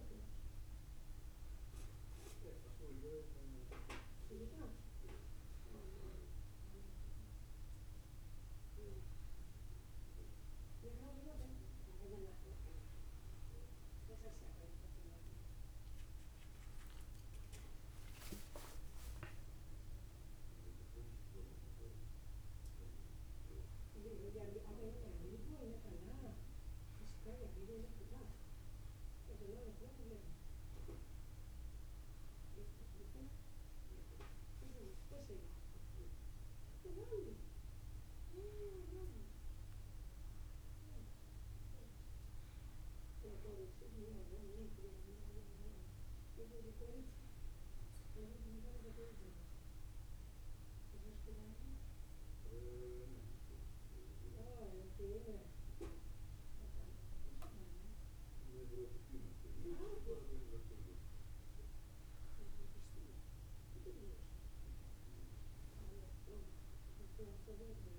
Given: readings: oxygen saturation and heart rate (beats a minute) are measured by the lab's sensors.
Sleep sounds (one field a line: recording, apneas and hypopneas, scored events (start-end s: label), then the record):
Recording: breathing in sleep by a room microphone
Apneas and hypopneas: none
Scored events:
none scored
From the record:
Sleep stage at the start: N2 (light sleep)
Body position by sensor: on the back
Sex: male